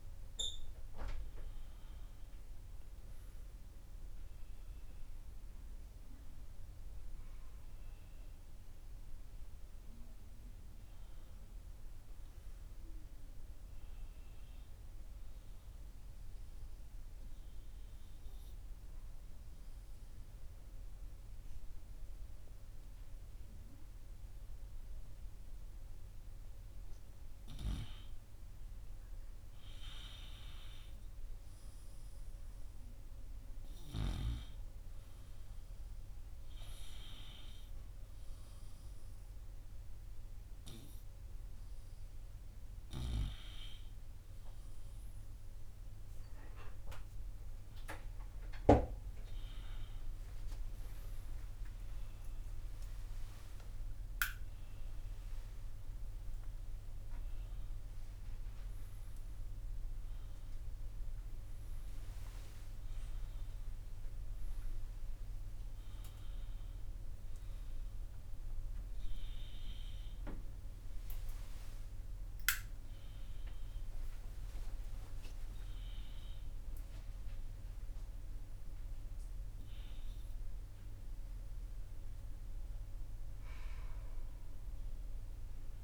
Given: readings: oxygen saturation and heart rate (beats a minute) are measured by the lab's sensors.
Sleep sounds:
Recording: a person partly awake in a sleep study, by a room microphone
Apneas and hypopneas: 1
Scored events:
2.00-6.50 s: arousal
16.00-27.00 s: obstructive apnea (oxygen 98% before, 96% lowest, heart rate 80 before, 77 extreme, up 0 after)
28.00-32.00 s: arousal
62.00-85.84 s: new sleep stage, awake
From the record:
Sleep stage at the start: N2 (light sleep)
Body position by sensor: on the right side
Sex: male

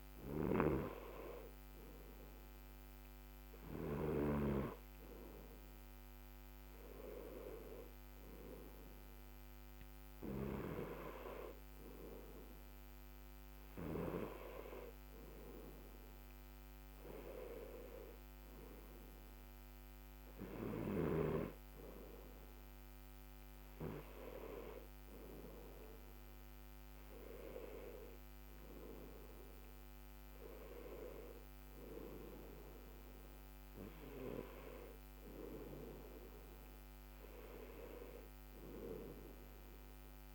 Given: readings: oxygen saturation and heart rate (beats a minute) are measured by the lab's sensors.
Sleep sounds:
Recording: breathing in sleep by a microphone on the trachea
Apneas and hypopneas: none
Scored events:
none scored
From the record:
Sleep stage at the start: N2 (light sleep)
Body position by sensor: on the left side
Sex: male

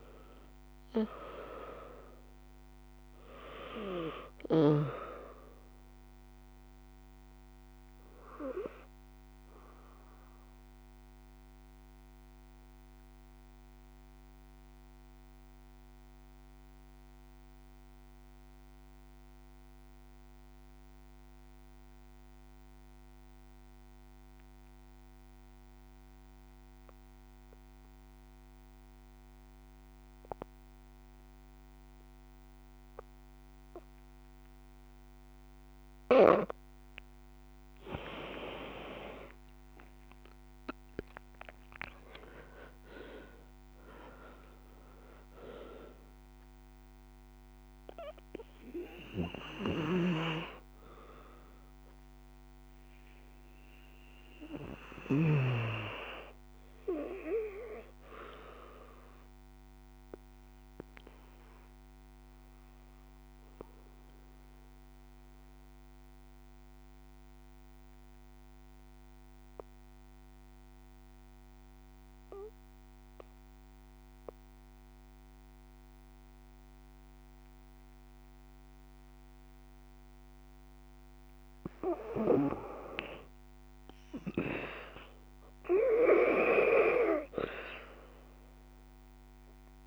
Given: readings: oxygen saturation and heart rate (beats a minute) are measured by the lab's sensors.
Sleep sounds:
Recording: breathing in sleep by a microphone on the trachea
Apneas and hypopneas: 2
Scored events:
0.00-25.00 s: oxygen desaturation (device-marked, oxygen 79% lowest, heart rate 50 extreme)
9.50-36.00 s: obstructive apnea (oxygen 96% before, 79% lowest, heart rate 61 before, 49 extreme, up 8 after)
34.00-76.00 s: oxygen desaturation (device-marked, oxygen 98% before, 79% lowest, heart rate 59 before, 49 extreme)
38.00-42.50 s: arousal
48.50-54.50 s: snoring (device-marked)
52.00-79.50 s: obstructive apnea (oxygen 98% before, 79% lowest, heart rate 65 before, 49 extreme, up 9 after)
84.00-89.87 s: oxygen desaturation (device-marked, oxygen 97% before, 82% lowest, heart rate 58 before, 53 extreme)
From the record:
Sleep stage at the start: N2 (light sleep)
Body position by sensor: on the back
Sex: female

